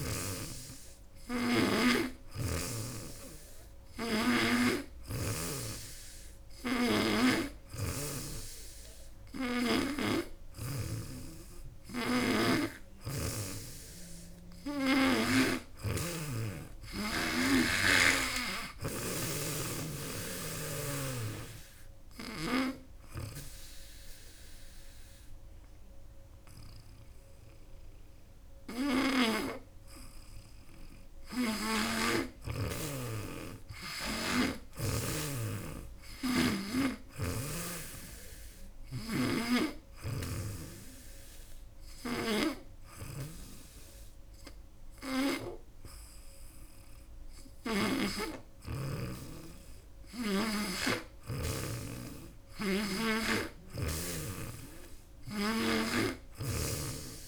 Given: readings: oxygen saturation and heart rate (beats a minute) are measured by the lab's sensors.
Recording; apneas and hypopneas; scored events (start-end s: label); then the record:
breathing in sleep by a room microphone; none
6.00-10.50 s: snoring (device-marked)
38.50-48.00 s: snoring (device-marked)
From the record:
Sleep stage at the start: N2 (light sleep); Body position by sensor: on the back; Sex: female